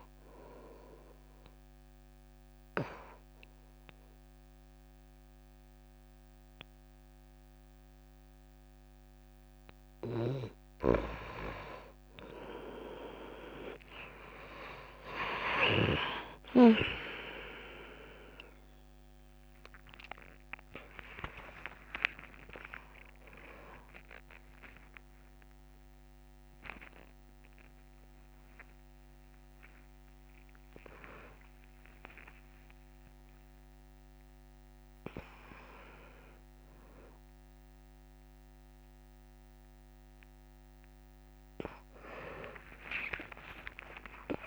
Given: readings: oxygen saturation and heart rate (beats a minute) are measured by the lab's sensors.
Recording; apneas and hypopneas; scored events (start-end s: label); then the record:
breathing in sleep by a microphone on the trachea; 1
0.00-8.00 s: oxygen desaturation (device-marked, oxygen 90% lowest)
1.50-11.50 s: obstructive apnea (oxygen 95% before, 90% lowest)
8.00-44.47 s: new sleep stage, N1 (lightest sleep)
10.50-16.50 s: snoring (device-marked)
18.00-22.50 s: arousal
23.00-38.00 s: oxygen desaturation (device-marked, oxygen 96% before, 90% lowest)
25.00-29.00 s: drop in pulse transit time (device-marked)
27.00-29.00 s: long interval between heartbeats (device-marked)
43.00-44.47 s: arousal
From the record:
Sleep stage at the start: N2 (light sleep); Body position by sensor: on the back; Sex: female